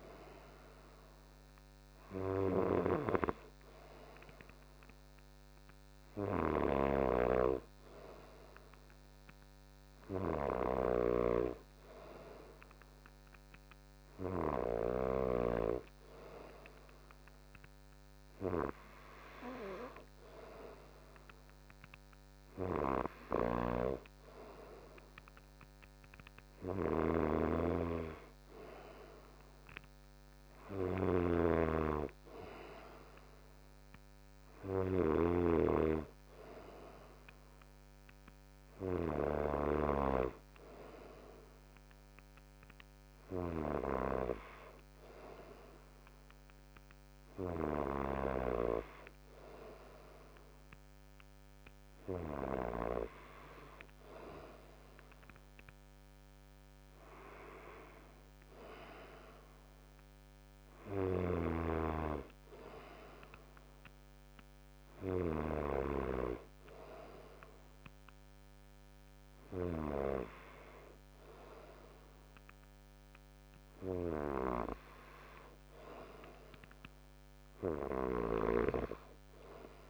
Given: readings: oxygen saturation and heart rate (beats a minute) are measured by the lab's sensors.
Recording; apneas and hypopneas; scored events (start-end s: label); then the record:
breathing in sleep by a microphone on the trachea; none
0.00-1.50 s: arousal
27.00-40.00 s: snoring (device-marked)
From the record:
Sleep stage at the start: N2 (light sleep); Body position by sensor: on the right side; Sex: male